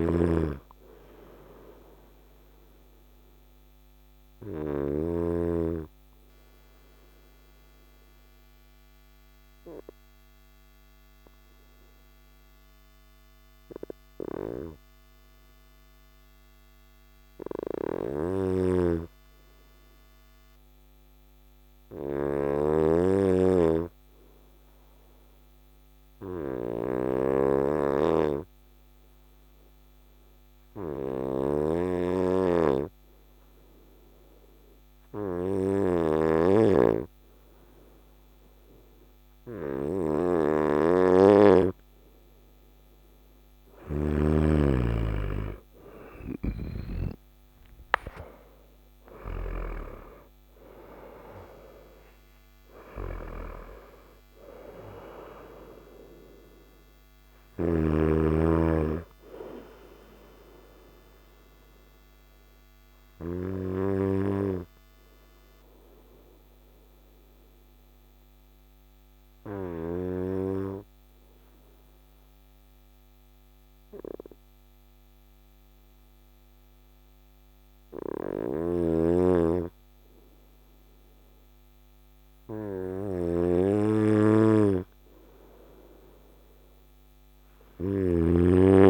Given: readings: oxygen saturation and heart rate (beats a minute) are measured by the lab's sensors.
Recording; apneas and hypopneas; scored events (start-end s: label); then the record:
breathing in sleep by a microphone on the trachea; 2
0.00-4.50 s: snoring (device-marked)
0.00-8.50 s: oxygen desaturation (device-marked, oxygen 92% lowest, heart rate 55 extreme)
2.00-39.50 s: obstructive apnea (oxygen 97% before, 91% lowest, heart rate 61 before, 55 extreme, up 4 after)
17.50-49.00 s: snoring (device-marked)
32.50-62.50 s: oxygen desaturation (device-marked, oxygen 98% before, 91% lowest, heart rate 56 before, 55 extreme)
43.50-48.00 s: arousal
60.50-81.50 s: obstructive apnea (oxygen 97% before, 91% lowest, heart rate 64 before, 55 extreme, up 2 after)
77.50-88.90 s: snoring (device-marked)
86.00-88.90 s: arousal
From the record:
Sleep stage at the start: N2 (light sleep); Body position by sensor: on the front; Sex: male